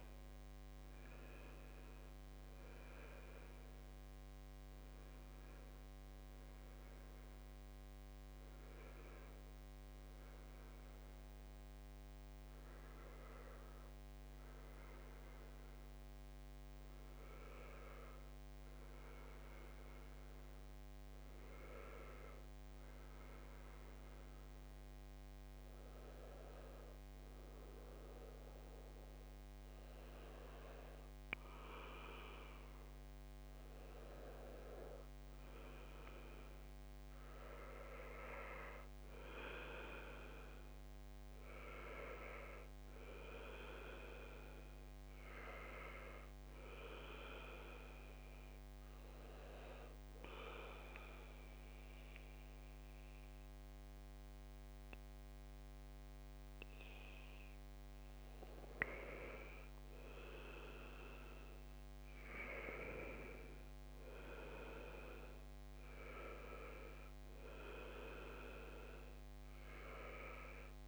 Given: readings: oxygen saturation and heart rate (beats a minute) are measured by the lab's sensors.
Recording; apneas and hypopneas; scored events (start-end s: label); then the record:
breathing in sleep by a microphone on the trachea; 2
0.00-2.00 s: bradycardia (device-marked)
0.00-14.00 s: oxygen desaturation (device-marked, oxygen 87% lowest)
15.50-19.50 s: arousal
22.50-33.50 s: obstructive apnea (oxygen 100% before, 91% lowest, heart rate 67 before, 65 extreme, up 33 after)
25.00-70.88 s: new sleep stage, N2 (light sleep)
34.00-55.00 s: oxygen desaturation (device-marked, oxygen 98% before, 93% lowest, heart rate 70 before, 63 extreme)
36.00-40.00 s: arousal
46.50-59.00 s: mixed apnea (oxygen 99% before, 89% lowest, heart rate 77 before, 63 extreme, up 5 after)
61.50-65.50 s: arousal
65.00-70.88 s: oxygen desaturation (device-marked, oxygen 95% before, 91% lowest, heart rate 68 before, 63 extreme)
From the record:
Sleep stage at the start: N1 (lightest sleep); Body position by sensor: on the back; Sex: male